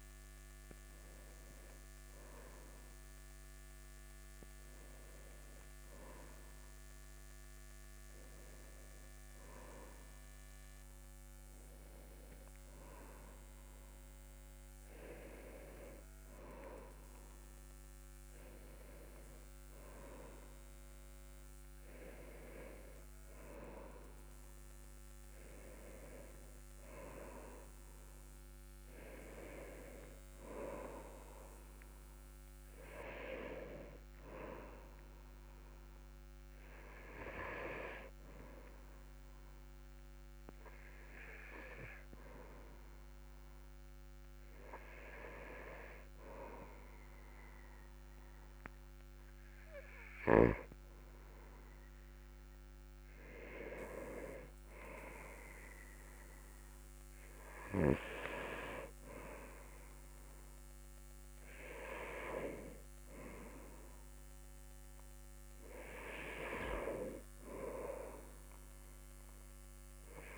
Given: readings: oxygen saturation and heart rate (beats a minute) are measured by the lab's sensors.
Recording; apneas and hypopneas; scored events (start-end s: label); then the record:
a person partly awake in a sleep study, by a microphone on the trachea; 1
10.00-40.00 s: new sleep stage, N1 (lightest sleep)
39.00-53.50 s: hypopnea (oxygen 97% before, 94% lowest, heart rate 47 before, 43 extreme, up 5 after)
40.00-70.38 s: new sleep stage, N2 (light sleep)
55.50-58.50 s: arousal
From the record:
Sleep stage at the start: awake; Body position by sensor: on the back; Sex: male